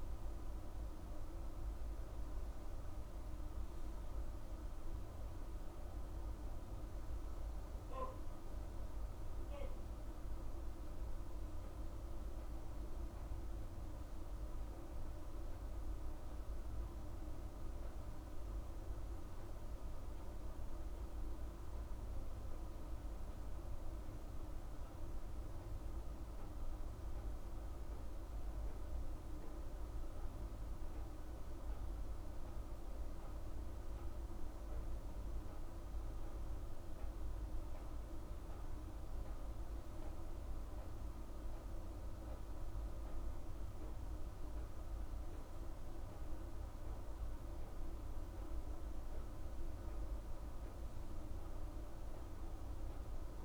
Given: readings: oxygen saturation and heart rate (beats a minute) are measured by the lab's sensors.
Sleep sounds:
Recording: breathing in sleep, hard to hear, by a room microphone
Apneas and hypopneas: none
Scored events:
none scored
From the record:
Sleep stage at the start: N3 (deep sleep)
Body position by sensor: on the right side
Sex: female

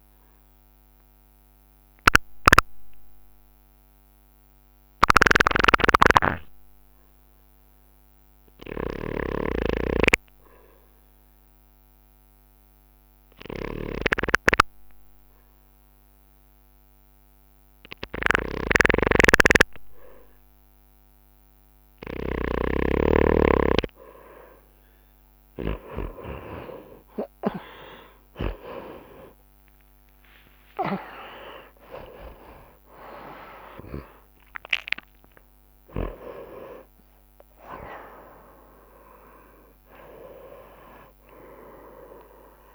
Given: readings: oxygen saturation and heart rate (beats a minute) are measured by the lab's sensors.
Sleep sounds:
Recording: breathing in sleep by a microphone on the trachea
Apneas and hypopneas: 1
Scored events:
0.00-3.00 s: snoring (device-marked)
3.00-20.50 s: hypopnea (oxygen 98% before, 88% lowest)
5.00-23.00 s: snoring (device-marked)
26.50-28.50 s: long interval between heartbeats (device-marked)
28.00-34.00 s: arousal
31.00-33.00 s: long interval between heartbeats (device-marked)
36.00-42.00 s: oxygen desaturation (device-marked, oxygen 92% before, 88% lowest)
From the record:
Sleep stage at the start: N2 (light sleep)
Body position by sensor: on the right side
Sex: male

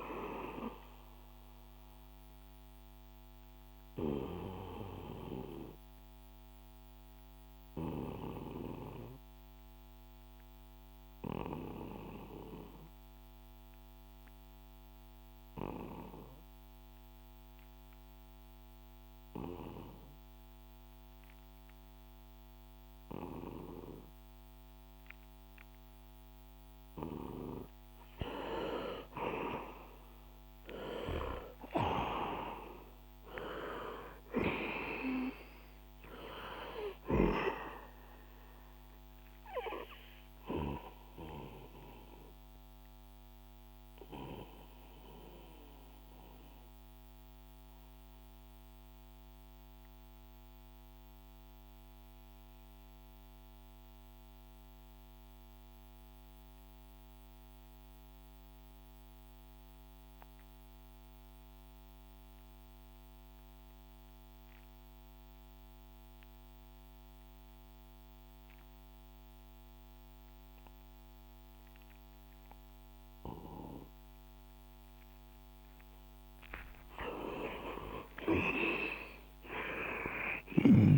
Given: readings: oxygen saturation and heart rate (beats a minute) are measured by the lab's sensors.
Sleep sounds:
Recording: breathing in sleep by a microphone on the trachea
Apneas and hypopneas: 2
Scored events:
1.00-20.00 s: oxygen desaturation (device-marked, oxygen 99% before, 93% lowest, heart rate 67 before, 62 extreme)
2.50-28.00 s: obstructive apnea (oxygen 99% before, 88% lowest, heart rate 67 before, 60 extreme, up 9 after)
29.00-33.00 s: arousal
29.00-59.00 s: oxygen desaturation (device-marked, oxygen 96% before, 88% lowest, heart rate 63 before, 59 extreme)
40.00-76.00 s: mixed apnea (oxygen 96% before, 84% lowest, heart rate 67 before, 59 extreme, up 13 after)
71.00-80.98 s: oxygen desaturation (device-marked, oxygen 98% before, 84% lowest, heart rate 62 before, 58 extreme)
77.50-80.98 s: arousal
From the record:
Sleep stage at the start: N2 (light sleep)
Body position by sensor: on the back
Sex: male

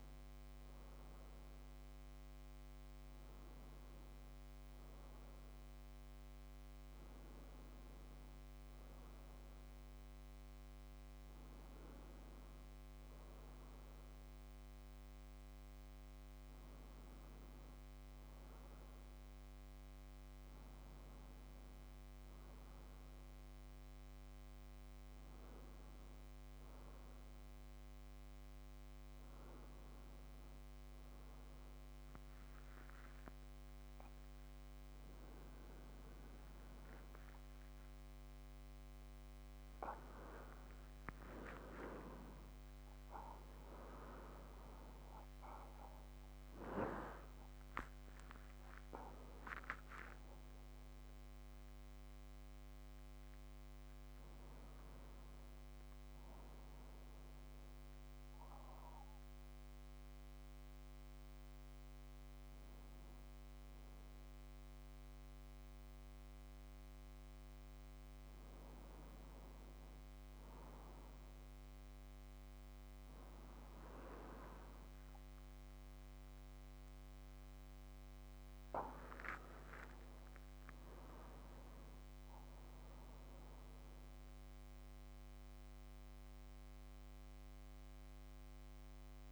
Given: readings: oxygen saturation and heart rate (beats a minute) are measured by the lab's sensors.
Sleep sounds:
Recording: a person partly awake in a sleep study, by a microphone on the trachea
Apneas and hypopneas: none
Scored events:
40.50-46.00 s: arousal
60.00-89.32 s: new sleep stage, awake
From the record:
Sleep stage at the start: N2 (light sleep)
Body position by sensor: on the back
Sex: male

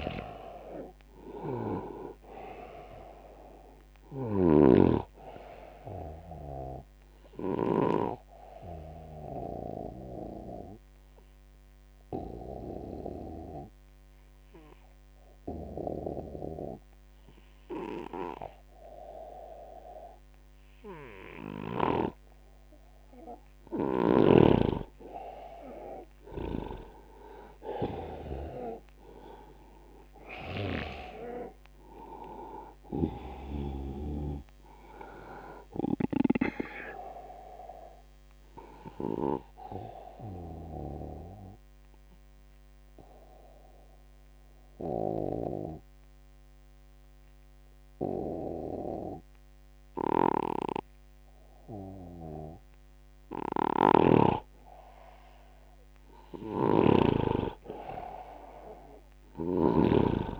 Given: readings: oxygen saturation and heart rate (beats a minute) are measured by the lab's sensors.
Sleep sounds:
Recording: breathing in sleep by a microphone on the trachea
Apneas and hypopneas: 2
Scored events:
0.00-2.00 s: arousal
0.00-8.00 s: snoring (device-marked)
0.00-22.50 s: oxygen desaturation (device-marked, oxygen 88% lowest, heart rate 72 extreme)
5.50-24.00 s: obstructive apnea (oxygen 97% before, 88% lowest, heart rate 78 before, 71 extreme, up 6 after)
25.50-28.00 s: arousal
32.50-48.50 s: oxygen desaturation (device-marked, oxygen 98% before, 89% lowest, heart rate 78 before, 71 extreme)
38.50-54.00 s: obstructive apnea (oxygen 98% before, 89% lowest, heart rate 81 before, 71 extreme, up 9 after)
53.50-57.00 s: snoring (device-marked)
56.50-60.40 s: arousal
59.00-60.40 s: snoring (device-marked)
From the record:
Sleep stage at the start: N2 (light sleep)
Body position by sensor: on the back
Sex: male

